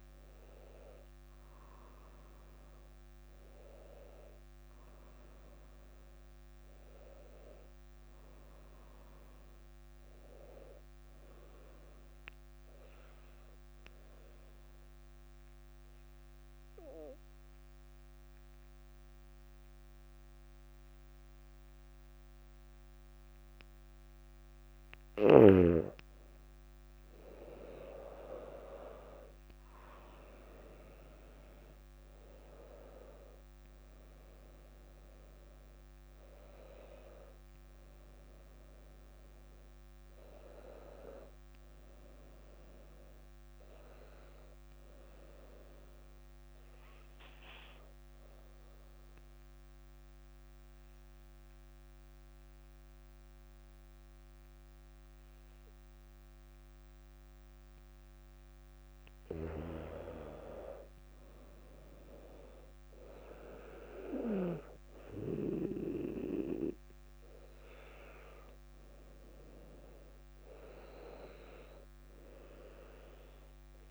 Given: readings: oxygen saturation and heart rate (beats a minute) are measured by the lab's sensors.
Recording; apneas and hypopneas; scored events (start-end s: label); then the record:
breathing in sleep by a microphone on the trachea; 2
0.00-1.50 s: arousal
13.50-26.00 s: mixed apnea (oxygen 98% before, 93% lowest, heart rate 63 before, 56 extreme, up 8 after)
18.50-73.91 s: new sleep stage, REM sleep
28.00-33.00 s: arousal
33.50-50.50 s: oxygen desaturation (device-marked, oxygen 99% before, 93% lowest, heart rate 59 before, 56 extreme)
46.50-59.00 s: obstructive apnea (oxygen 99% before, 94% lowest, heart rate 62 before, 56 extreme, up 4 after)
62.00-65.50 s: arousal
From the record:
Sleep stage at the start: N2 (light sleep); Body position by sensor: on the back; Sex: female